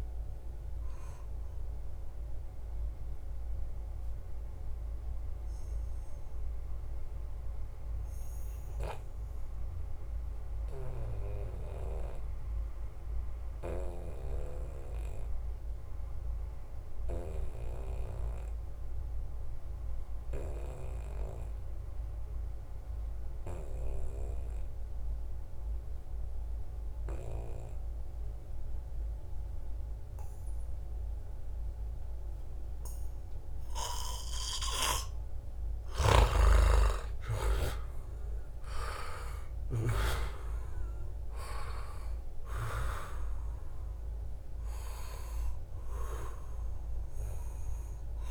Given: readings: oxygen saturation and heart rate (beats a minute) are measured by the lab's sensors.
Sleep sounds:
breathing in sleep by a room microphone; 1
0.00-15.50 s: oxygen desaturation (device-marked, oxygen 87% lowest, heart rate 66 extreme)
2.50-34.50 s: obstructive apnea (oxygen 95% before, 87% lowest, heart rate 75 before, 66 extreme, up 7 after)
29.50-48.31 s: oxygen desaturation (device-marked, oxygen 97% before, 87% lowest, heart rate 70 before, 67 extreme)
36.00-39.50 s: arousal
From the record:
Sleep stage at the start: N2 (light sleep); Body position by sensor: on the back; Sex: male

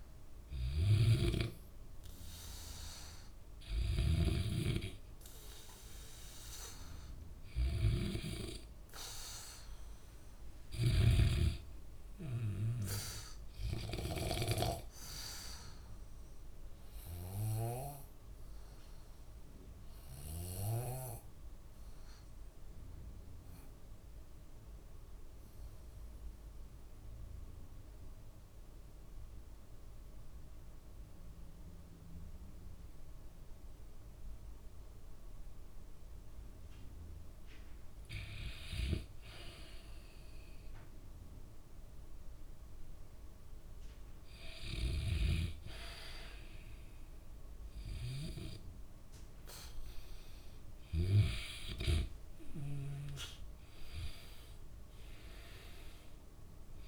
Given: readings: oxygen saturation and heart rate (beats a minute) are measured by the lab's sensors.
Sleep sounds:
breathing in sleep by a room microphone; 1
1.00-4.50 s: snoring (device-marked)
7.50-27.50 s: oxygen desaturation (device-marked, oxygen 97% before, 93% lowest, heart rate 68 before, 59 extreme)
13.50-35.50 s: obstructive apnea (oxygen 97% before, 88% lowest, heart rate 67 before, 59 extreme, up 4 after)
38.00-41.50 s: arousal
47.50-56.50 s: oxygen desaturation (device-marked, oxygen 95% before, 88% lowest, heart rate 62 before, 68 extreme)
From the record:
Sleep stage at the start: N2 (light sleep); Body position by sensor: on the back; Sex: male

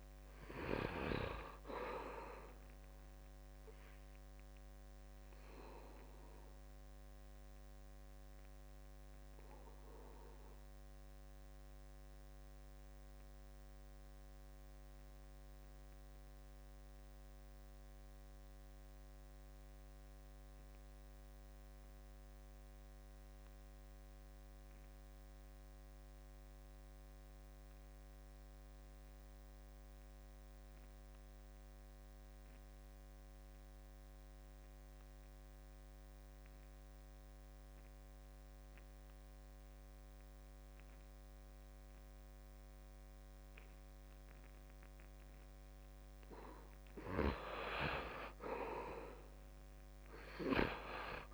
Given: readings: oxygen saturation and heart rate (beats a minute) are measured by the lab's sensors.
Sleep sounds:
breathing in sleep by a microphone on the trachea; 1
0.00-19.00 s: oxygen desaturation (device-marked, oxygen 74% lowest, heart rate 63 extreme)
6.50-45.00 s: obstructive apnea (oxygen 98% before, 74% lowest, heart rate 73 before, 63 extreme, up 7 after)
29.00-51.34 s: oxygen desaturation (device-marked, oxygen 97% before, 76% lowest, heart rate 65 before, 65 extreme)
48.00-51.34 s: arousal
From the record:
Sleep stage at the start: N2 (light sleep); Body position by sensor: on the back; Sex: male

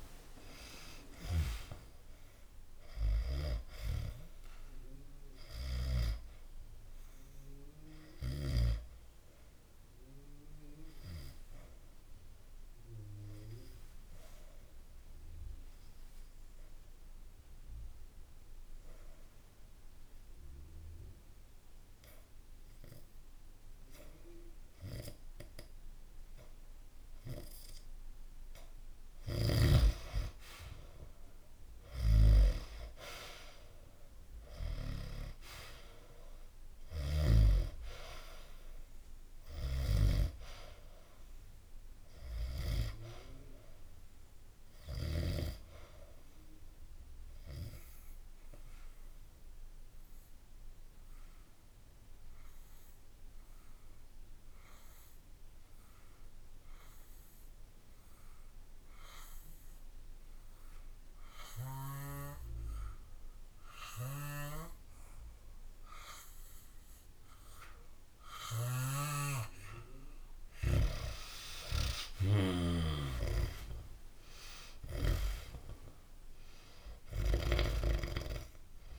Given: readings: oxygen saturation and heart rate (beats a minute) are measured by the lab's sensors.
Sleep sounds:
breathing in sleep by a room microphone; 2
0.00-1.00 s: arousal
0.00-21.50 s: oxygen desaturation (device-marked, oxygen 89% lowest, heart rate 63 extreme)
7.50-29.00 s: obstructive apnea (oxygen 97% before, 89% lowest, heart rate 67 before, 63 extreme, up 0 after)
31.50-36.00 s: arousal
31.50-37.00 s: snoring (device-marked)
35.50-56.50 s: oxygen desaturation (device-marked, oxygen 97% before, 90% lowest, heart rate 67 before, 64 extreme)
48.50-70.00 s: obstructive apnea (oxygen 98% before, 89% lowest, heart rate 65 before, 64 extreme, up 5 after)
68.00-75.00 s: snoring (device-marked)
68.50-78.99 s: oxygen desaturation (device-marked, oxygen 96% before, 89% lowest, heart rate 66 before, 63 extreme)
71.50-77.00 s: arousal
From the record:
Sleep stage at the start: N2 (light sleep); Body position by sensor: on the back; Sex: male

